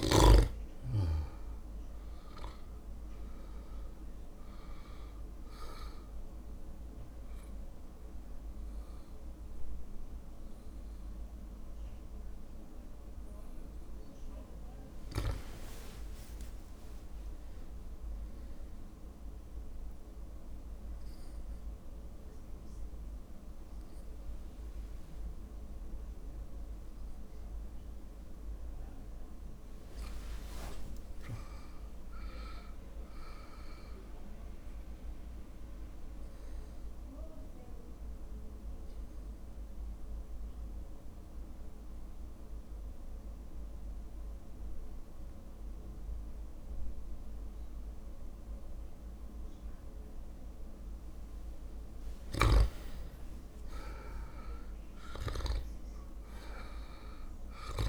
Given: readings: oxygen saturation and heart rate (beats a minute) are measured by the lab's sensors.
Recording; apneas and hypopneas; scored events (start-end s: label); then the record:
breathing in sleep by a room microphone; 3
1.50-14.50 s: drop in pulse transit time (device-marked, heart rate 60 before, 55 extreme)
4.50-14.50 s: obstructive apnea (oxygen 99% before, 95% lowest, heart rate 60 before, 55 extreme, up 15 after)
15.50-17.50 s: arousal
16.50-18.50 s: long interval between heartbeats (device-marked, heart rate 58 before, 67 extreme)
19.00-29.00 s: obstructive apnea (oxygen 98% before, 95% lowest, heart rate 59 before, 53 extreme, up 4 after)
28.50-30.50 s: long interval between heartbeats (device-marked, heart rate 61 before, 57 extreme)
30.50-33.50 s: arousal
35.50-50.50 s: obstructive apnea (oxygen 100% before, 95% lowest, heart rate 62 before, 53 extreme, up 17 after)
52.00-57.89 s: snoring (device-marked)
52.50-56.00 s: arousal
54.00-56.00 s: long interval between heartbeats (device-marked, heart rate 56 before, 69 extreme)
From the record:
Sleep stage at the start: REM sleep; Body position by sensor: on the back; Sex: male